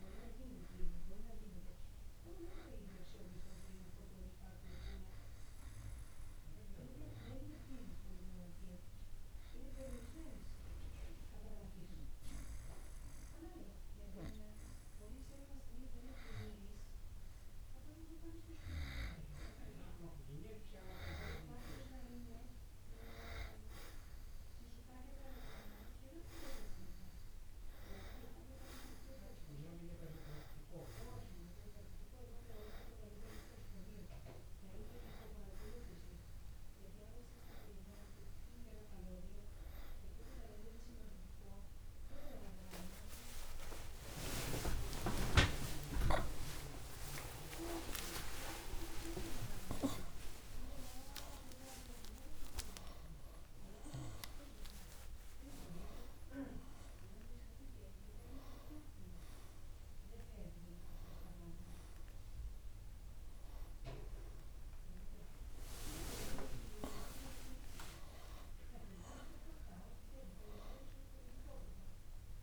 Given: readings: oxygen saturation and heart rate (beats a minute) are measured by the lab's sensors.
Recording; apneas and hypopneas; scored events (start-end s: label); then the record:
a person partly awake in a sleep study, by a room microphone; 1
5.00-16.00 s: hypopnea (oxygen 95% before, 89% lowest, heart rate 59 before, 52 extreme, up 4 after)
19.00-23.00 s: arousal
42.50-72.43 s: new sleep stage, awake
42.50-72.43 s: oxygen desaturation (device-marked, oxygen 95% before, 89% lowest, heart rate 58 before, 59 extreme)
From the record:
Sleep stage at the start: N2 (light sleep); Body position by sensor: on the back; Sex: male